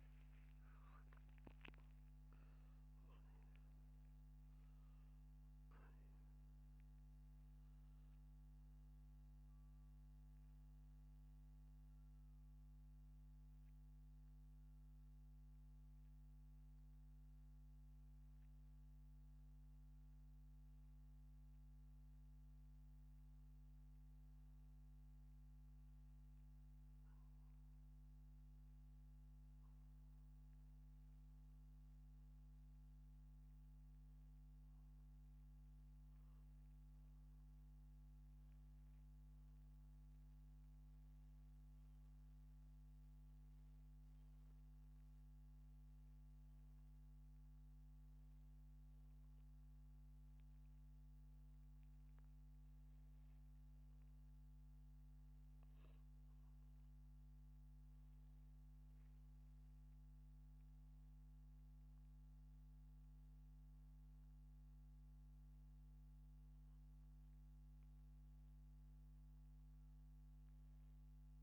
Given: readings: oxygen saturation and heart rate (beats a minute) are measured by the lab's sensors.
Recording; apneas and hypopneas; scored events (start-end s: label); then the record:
a person partly awake in a sleep study, hard to hear, by a microphone on the trachea; none
5.00-35.00 s: new sleep stage, N1 (lightest sleep)
35.00-71.42 s: new sleep stage, N2 (light sleep)
From the record:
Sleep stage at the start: awake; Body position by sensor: upright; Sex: male